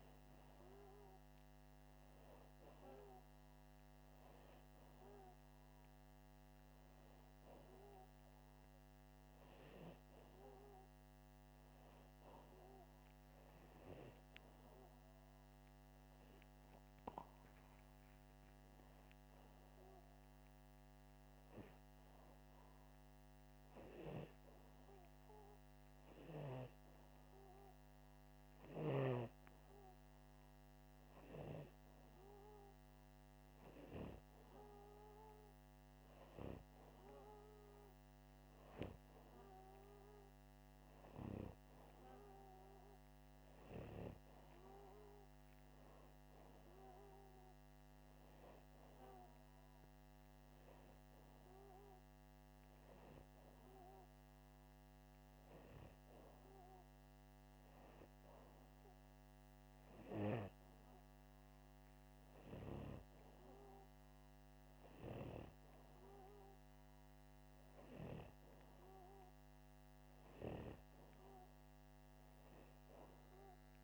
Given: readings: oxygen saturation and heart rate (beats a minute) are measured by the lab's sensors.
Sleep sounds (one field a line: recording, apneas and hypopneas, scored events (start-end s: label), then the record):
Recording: breathing in sleep by a microphone on the trachea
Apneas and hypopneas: none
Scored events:
none scored
From the record:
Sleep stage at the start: N2 (light sleep)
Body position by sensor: upright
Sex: male